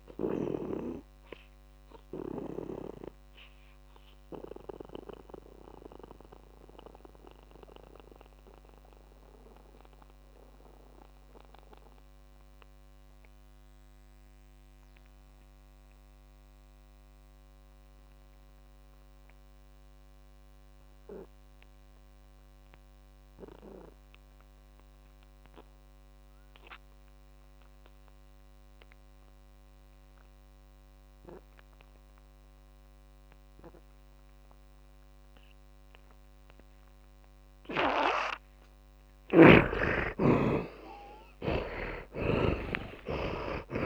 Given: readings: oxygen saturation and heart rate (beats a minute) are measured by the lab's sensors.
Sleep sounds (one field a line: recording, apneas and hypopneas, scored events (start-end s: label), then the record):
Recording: breathing in sleep by a microphone on the trachea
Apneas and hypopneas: 1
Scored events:
0.00-1.00 s: snoring (device-marked)
0.00-19.00 s: oxygen desaturation (device-marked, oxygen 79% lowest)
4.50-39.00 s: mixed apnea (oxygen 100% before, 74% lowest)
26.00-43.86 s: oxygen desaturation (device-marked, oxygen 100% before, 74% lowest)
39.50-43.00 s: snoring (device-marked)
42.00-43.86 s: arousal
From the record:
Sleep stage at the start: N2 (light sleep)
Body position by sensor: on the back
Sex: male